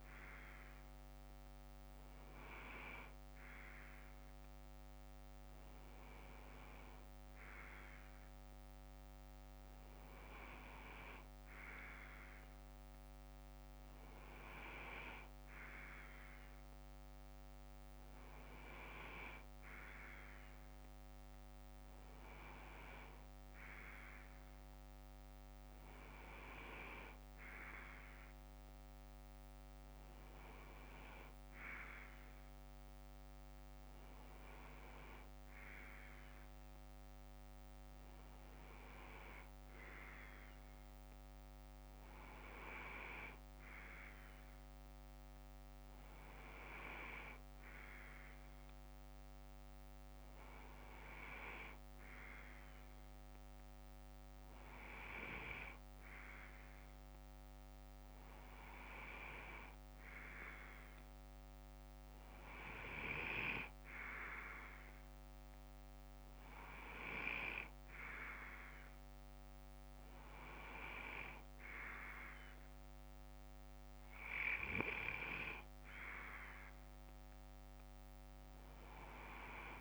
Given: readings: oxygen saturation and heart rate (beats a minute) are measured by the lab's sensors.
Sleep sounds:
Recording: breathing in sleep by a microphone on the trachea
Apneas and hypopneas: none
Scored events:
11.50-13.50 s: bradycardia (device-marked, heart rate 61 before, 61 extreme)
15.50-21.50 s: bradycardia (device-marked, heart rate 61 before, 57 extreme)
25.50-37.50 s: bradycardia (device-marked, heart rate 61 before, 58 extreme)
44.50-56.50 s: bradycardia (device-marked, heart rate 61 before, 57 extreme)
From the record:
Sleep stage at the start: N2 (light sleep)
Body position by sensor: on the left side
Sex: male

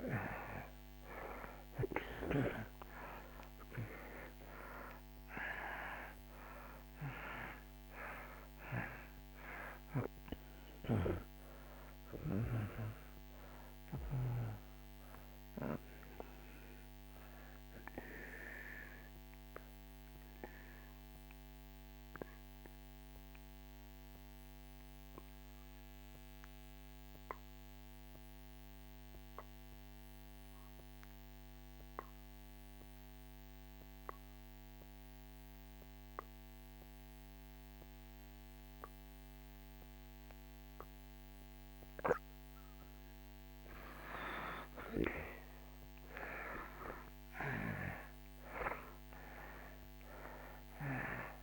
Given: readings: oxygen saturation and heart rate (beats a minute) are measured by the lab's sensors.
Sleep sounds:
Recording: breathing in sleep by a microphone on the trachea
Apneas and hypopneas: 1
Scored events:
0.00-4.00 s: arousal
0.00-28.50 s: oxygen desaturation (device-marked, oxygen 75% lowest)
20.00-42.50 s: obstructive apnea (oxygen 98% before, 74% lowest)
46.00-51.43 s: arousal
46.50-51.43 s: oxygen desaturation (device-marked, oxygen 97% before, 74% lowest)
From the record:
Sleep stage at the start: N2 (light sleep)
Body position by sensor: on the back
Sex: male

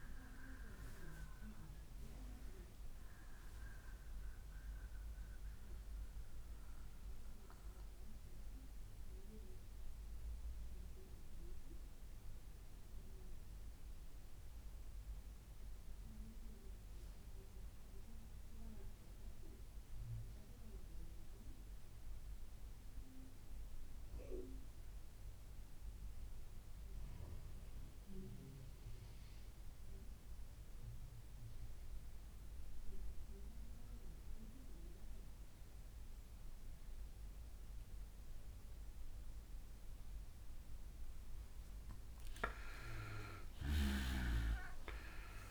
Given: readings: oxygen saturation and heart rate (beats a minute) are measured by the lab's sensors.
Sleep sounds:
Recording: breathing in sleep by a room microphone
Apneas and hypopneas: 1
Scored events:
0.00-6.00 s: oxygen desaturation (device-marked, oxygen 87% lowest, heart rate 61 extreme)
3.50-40.00 s: mixed apnea (oxygen 94% before, 84% lowest, heart rate 65 before, 55 extreme, up 1 after)
29.00-45.50 s: oxygen desaturation (device-marked, oxygen 97% before, 84% lowest, heart rate 62 before, 52 extreme)
42.00-45.50 s: arousal
42.00-45.50 s: bradycardia (device-marked, heart rate 66 before, 55 extreme)
From the record:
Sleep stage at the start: N2 (light sleep)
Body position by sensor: on the back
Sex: male

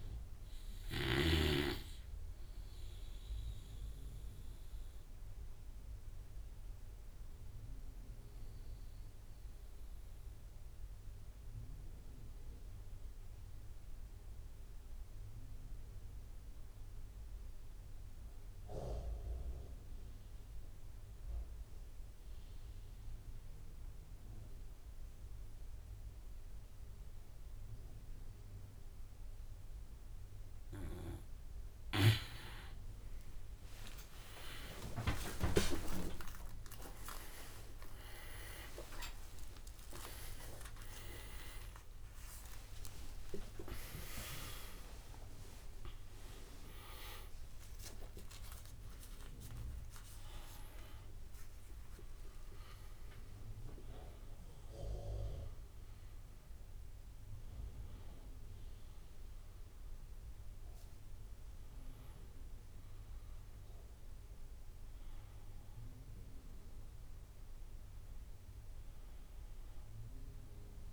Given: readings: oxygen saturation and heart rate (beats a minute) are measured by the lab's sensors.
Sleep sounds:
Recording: a person awake in a sleep study, by a room microphone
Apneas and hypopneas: 1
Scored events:
0.00-15.00 s: oxygen desaturation (device-marked, oxygen 87% lowest)
3.50-30.00 s: obstructive apnea (oxygen 99% before, 86% lowest)
22.00-49.00 s: oxygen desaturation (device-marked, oxygen 100% before, 86% lowest)
28.00-70.93 s: new sleep stage, awake
29.00-45.00 s: tachycardia (device-marked, heart rate 33 before, 155 extreme)
38.00-47.00 s: drop in pulse transit time (device-marked, heart rate 42 before, 110 extreme)
67.00-70.93 s: tachycardia (device-marked, heart rate 37 before, 118 extreme)
From the record:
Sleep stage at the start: N2 (light sleep)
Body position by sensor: on the back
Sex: male

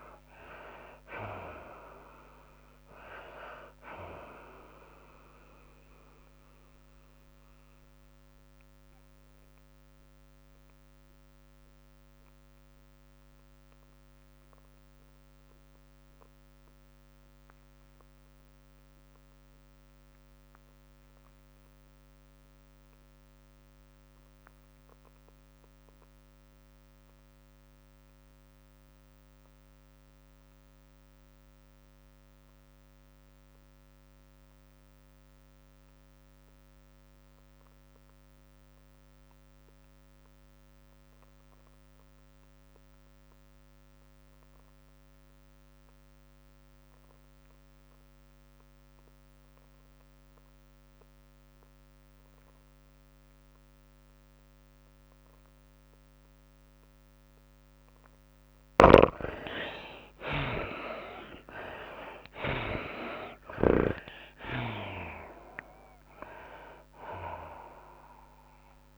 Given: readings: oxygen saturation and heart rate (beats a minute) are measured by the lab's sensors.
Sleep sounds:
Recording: breathing in sleep by a microphone on the trachea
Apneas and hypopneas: 1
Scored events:
0.00-14.50 s: drop in pulse transit time (device-marked, heart rate 105 extreme)
0.00-15.50 s: oxygen desaturation (device-marked, oxygen 66% lowest, heart rate 101 extreme)
0.00-36.50 s: tachycardia (device-marked, heart rate 113 extreme)
6.50-58.50 s: mixed apnea (oxygen 81% before, 53% lowest, heart rate 105 before, 92 extreme, up 47 after)
24.50-68.98 s: oxygen desaturation (device-marked, oxygen 99% before, 53% lowest, heart rate 109 before, 92 extreme)
38.50-48.50 s: drop in pulse transit time (device-marked, heart rate 103 before, 94 extreme)
57.50-68.98 s: tachycardia (device-marked, heart rate 103 before, 140 extreme)
59.00-64.50 s: snoring (device-marked)
60.00-64.00 s: arousal
62.50-68.98 s: drop in pulse transit time (device-marked, heart rate 97 before, 113 extreme)
From the record:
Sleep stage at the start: REM sleep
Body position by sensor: on the back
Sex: female

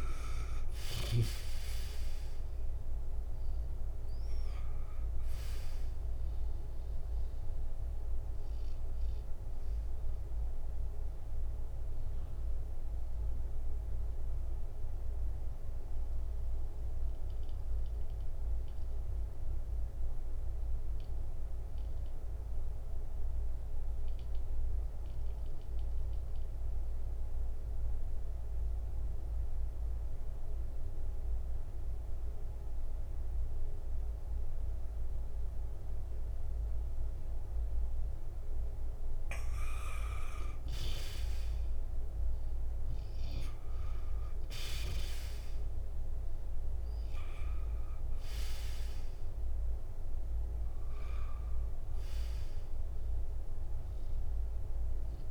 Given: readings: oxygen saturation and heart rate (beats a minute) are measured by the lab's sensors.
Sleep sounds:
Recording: breathing in sleep by a room microphone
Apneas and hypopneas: 1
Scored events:
0.00-33.00 s: oxygen desaturation (device-marked, oxygen 97% before, 89% lowest, heart rate 59 before, 56 extreme)
11.00-38.50 s: mixed apnea (oxygen 97% before, 88% lowest, heart rate 60 before, 56 extreme, up 5 after)
40.00-45.00 s: arousal
45.00-55.31 s: oxygen desaturation (device-marked, oxygen 98% before, 88% lowest, heart rate 57 before, 56 extreme)
From the record:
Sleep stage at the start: N2 (light sleep)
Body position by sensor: on the back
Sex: male

